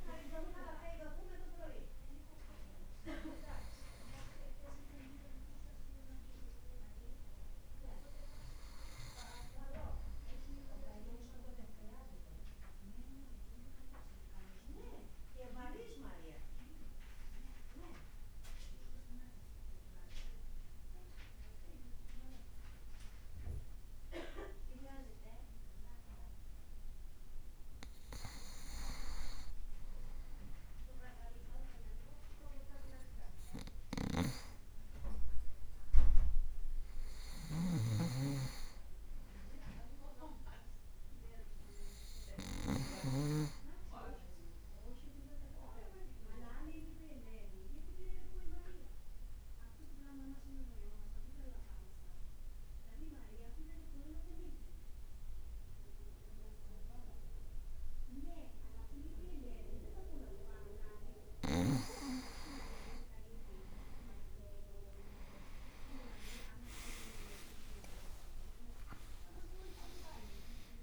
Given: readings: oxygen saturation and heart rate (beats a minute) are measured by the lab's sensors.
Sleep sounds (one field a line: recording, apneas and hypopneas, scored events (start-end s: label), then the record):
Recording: breathing in sleep by a room microphone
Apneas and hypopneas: 2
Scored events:
5.50-8.00 s: leg movement (device-marked)
12.00-27.00 s: obstructive apnea (oxygen 96% before, 94% lowest, heart rate 57 before, 54 extreme, up 0 after)
30.00-33.50 s: arousal
31.00-34.50 s: leg movement (device-marked)
33.50-43.00 s: snoring (device-marked)
37.00-44.50 s: leg movement (device-marked)
45.50-59.00 s: obstructive apnea (oxygen 98% before, 93% lowest, heart rate 55 before, 54 extreme, up 3 after)
52.00-55.00 s: leg movement (device-marked)
63.00-67.00 s: arousal
65.00-69.00 s: leg movement (device-marked)
68.00-70.00 s: long interval between heartbeats (device-marked, heart rate 55 before, 68 extreme)
69.50-70.83 s: leg movement (device-marked)
From the record:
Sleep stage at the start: N2 (light sleep)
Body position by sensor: on the right side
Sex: male